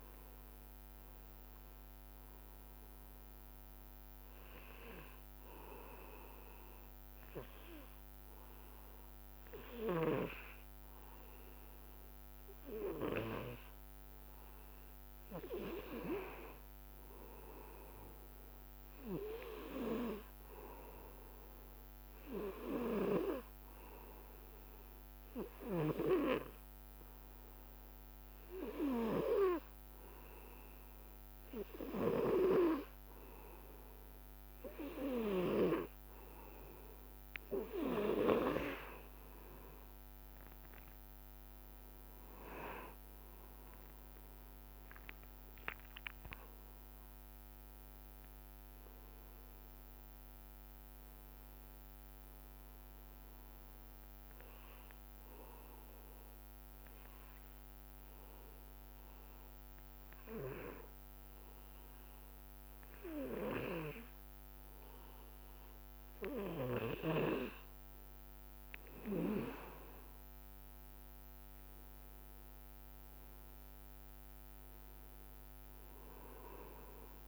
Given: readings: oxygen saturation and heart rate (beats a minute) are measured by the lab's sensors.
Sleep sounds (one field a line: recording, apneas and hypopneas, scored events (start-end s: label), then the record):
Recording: breathing in sleep by a microphone on the trachea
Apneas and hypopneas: 3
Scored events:
0.00-9.50 s: oxygen desaturation (device-marked, oxygen 94% lowest, heart rate 58 extreme)
5.50-16.00 s: obstructive apnea (oxygen 98% before, 93% lowest, heart rate 65 before, 58 extreme, up 3 after)
18.50-22.00 s: arousal
24.50-33.50 s: oxygen desaturation (device-marked, oxygen 99% before, 95% lowest, heart rate 65 before, 58 extreme)
25.50-37.50 s: obstructive apnea (oxygen 99% before, 93% lowest, heart rate 65 before, 58 extreme, up 9 after)
41.00-46.50 s: arousal
41.50-55.50 s: oxygen desaturation (device-marked, oxygen 96% before, 93% lowest, heart rate 61 before, 60 extreme)
55.00-68.50 s: obstructive apnea (oxygen 97% before, 93% lowest, heart rate 63 before, 63 extreme, up 1 after)
71.00-76.00 s: arousal
From the record:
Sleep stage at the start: N2 (light sleep)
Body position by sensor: on the back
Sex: male